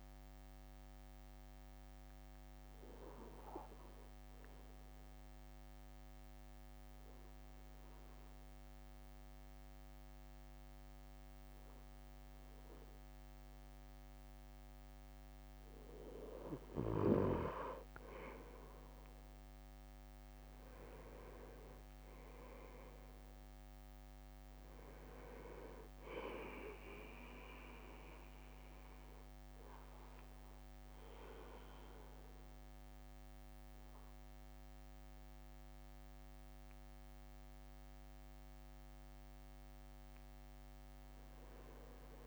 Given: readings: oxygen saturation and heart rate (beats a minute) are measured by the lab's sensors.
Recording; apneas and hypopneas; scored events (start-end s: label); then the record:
breathing in sleep by a microphone on the trachea; 1
1.00-15.00 s: obstructive apnea (oxygen 98% before, 96% lowest)
17.50-21.50 s: arousal
19.50-22.50 s: leg movement (device-marked)
From the record:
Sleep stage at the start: N2 (light sleep); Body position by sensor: on the right side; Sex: male